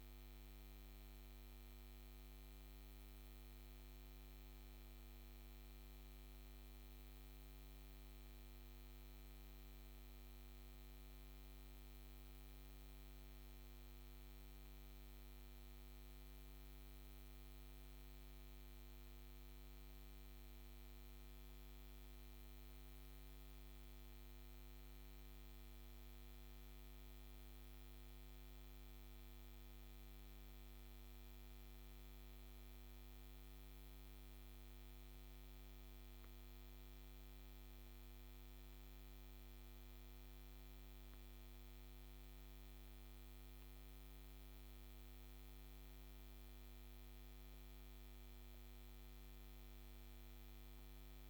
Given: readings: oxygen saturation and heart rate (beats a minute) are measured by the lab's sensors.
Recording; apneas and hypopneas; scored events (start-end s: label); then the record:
breathing in sleep, hard to hear, by a microphone on the trachea; none
none scored
From the record:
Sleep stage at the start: N2 (light sleep); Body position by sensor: on the back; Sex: female